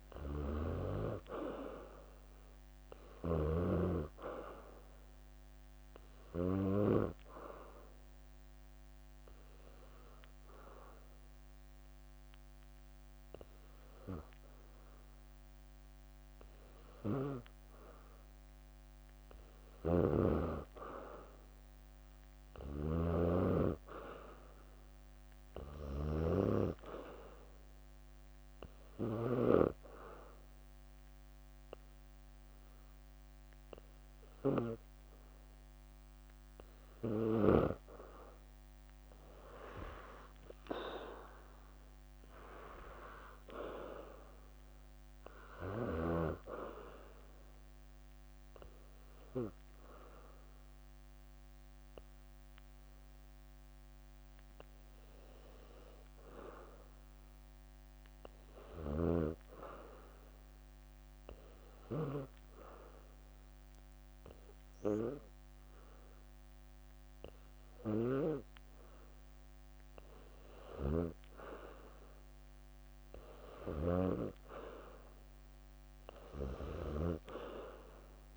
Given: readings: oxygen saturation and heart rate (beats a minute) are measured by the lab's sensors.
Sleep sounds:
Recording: breathing in sleep by a microphone on the trachea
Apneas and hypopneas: 3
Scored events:
0.00-1.00 s: arousal
0.00-4.00 s: leg movement (device-marked)
2.00-21.00 s: oxygen desaturation (device-marked, oxygen 96% before, 89% lowest, heart rate 66 before, 59 extreme)
7.00-14.50 s: leg movement (device-marked)
7.00-18.50 s: obstructive apnea (oxygen 97% before, 89% lowest, heart rate 67 before, 59 extreme, up 11 after)
10.00-12.00 s: bradycardia (device-marked, heart rate 67 before, 62 extreme)
16.50-23.50 s: leg movement (device-marked)
19.50-23.00 s: snoring (device-marked)
21.50-24.00 s: arousal
26.50-30.50 s: leg movement (device-marked)
27.00-38.00 s: obstructive apnea (oxygen 96% before, 90% lowest, heart rate 64 before, 58 extreme, up 6 after)
32.50-39.50 s: leg movement (device-marked)
39.50-43.00 s: arousal
43.00-50.00 s: leg movement (device-marked)
47.00-57.00 s: obstructive apnea (oxygen 96% before, 90% lowest, heart rate 69 before, 58 extreme, up 7 after)
49.00-54.00 s: bradycardia (device-marked, heart rate 66 before, 58 extreme)
51.00-60.00 s: oxygen desaturation (device-marked, oxygen 94% before, 90% lowest, heart rate 69 before, 61 extreme)
53.50-59.50 s: leg movement (device-marked)
61.00-65.50 s: arousal
65.50-71.00 s: leg movement (device-marked)
71.00-78.37 s: oxygen desaturation (device-marked, oxygen 96% before, 90% lowest, heart rate 63 before, 61 extreme)
72.50-78.37 s: leg movement (device-marked)
From the record:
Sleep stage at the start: N2 (light sleep)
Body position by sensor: on the back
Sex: female

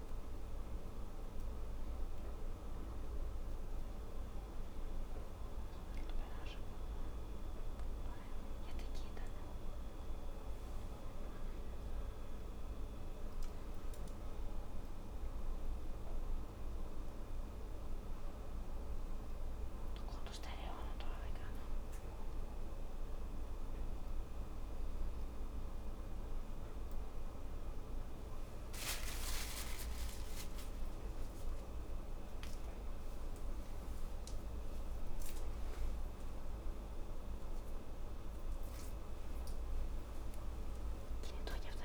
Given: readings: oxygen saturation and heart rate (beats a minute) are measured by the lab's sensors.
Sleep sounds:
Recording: a person awake in a sleep study, hard to hear, by a room microphone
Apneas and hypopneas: none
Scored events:
none scored
From the record:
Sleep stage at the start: awake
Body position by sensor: on the back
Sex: female

